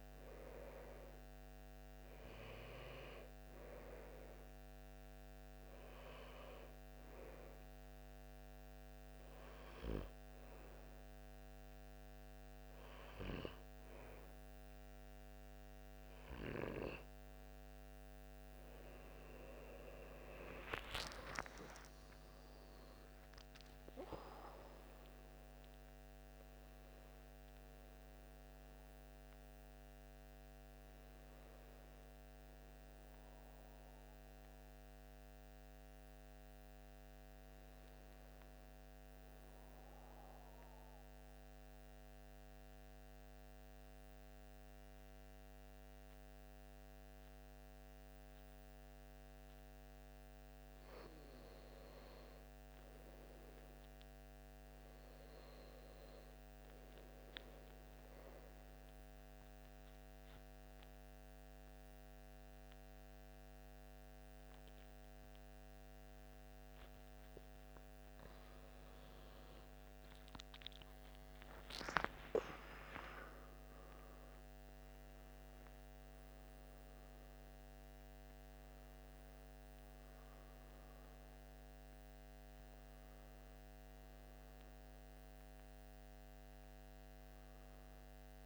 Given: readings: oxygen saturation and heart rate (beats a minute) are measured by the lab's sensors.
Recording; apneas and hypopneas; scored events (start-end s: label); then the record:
breathing in sleep by a microphone on the trachea; 2
0.00-2.00 s: arousal
3.50-17.50 s: oxygen desaturation (device-marked, oxygen 94% before, 90% lowest, heart rate 60 before, 56 extreme)
7.50-18.50 s: hypopnea (oxygen 94% before, 89% lowest, heart rate 61 before, 56 extreme, up 9 after)
20.00-25.50 s: arousal
28.50-46.50 s: oxygen desaturation (device-marked, oxygen 93% before, 89% lowest, heart rate 64 before, 53 extreme)
40.50-50.50 s: central apnea (oxygen 93% before, 90% lowest, heart rate 64 before, 53 extreme, up 6 after)
62.50-72.50 s: oxygen desaturation (device-marked, oxygen 97% before, 92% lowest, heart rate 56 before, 56 extreme)
66.00-71.50 s: arousal
80.50-88.46 s: oxygen desaturation (device-marked, oxygen 95% before, 92% lowest, heart rate 68 before, 54 extreme)
From the record:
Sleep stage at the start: N2 (light sleep); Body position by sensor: on the back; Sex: male